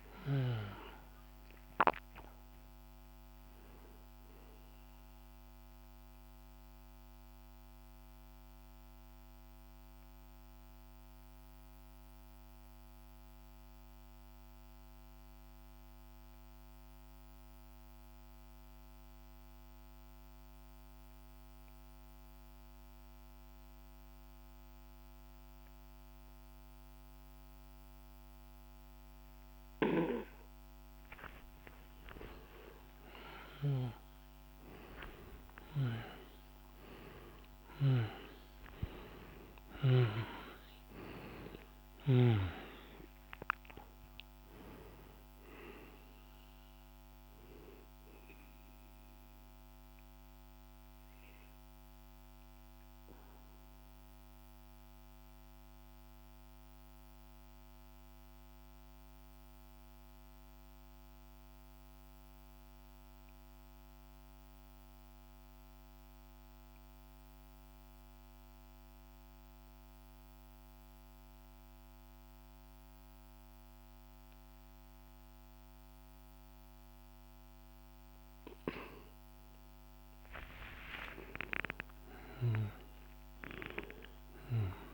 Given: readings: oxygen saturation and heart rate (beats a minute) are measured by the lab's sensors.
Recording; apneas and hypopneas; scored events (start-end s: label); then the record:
breathing in sleep by a microphone on the trachea; 2
0.00-6.00 s: oxygen desaturation (device-marked, oxygen 91% lowest, heart rate 48 extreme)
4.50-30.50 s: mixed apnea (oxygen 98% before, 88% lowest, heart rate 75 before, 47 extreme, up 20 after)
13.00-43.00 s: new sleep stage, N1 (lightest sleep)
31.00-61.00 s: oxygen desaturation (device-marked, oxygen 100% before, 88% lowest, heart rate 49 before, 45 extreme)
31.50-37.50 s: arousal
43.00-84.94 s: new sleep stage, N2 (light sleep)
48.50-79.00 s: mixed apnea (oxygen 100% before, 88% lowest, heart rate 62 before, 45 extreme, up 17 after)
76.00-84.94 s: oxygen desaturation (device-marked, oxygen 99% before, 89% lowest, heart rate 47 before, 46 extreme)
79.50-84.50 s: arousal
From the record:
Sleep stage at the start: N2 (light sleep); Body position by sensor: on the back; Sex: male